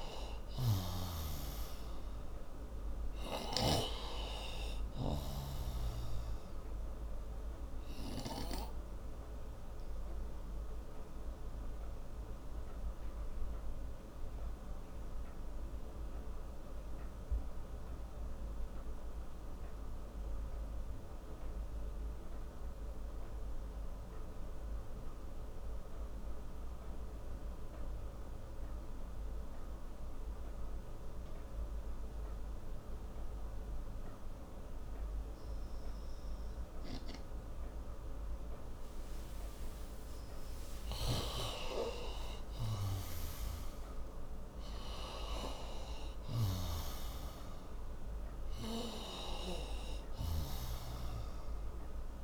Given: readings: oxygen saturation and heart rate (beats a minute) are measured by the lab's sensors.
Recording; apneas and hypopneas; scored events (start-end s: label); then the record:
breathing in sleep by a room microphone; 1
0.00-4.00 s: snoring (device-marked)
6.50-39.50 s: obstructive apnea (oxygen 96% before, 88% lowest)
10.50-27.50 s: oxygen desaturation (device-marked, oxygen 95% before, 88% lowest)
40.50-45.00 s: arousal
From the record:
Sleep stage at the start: N2 (light sleep); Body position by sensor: on the right side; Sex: male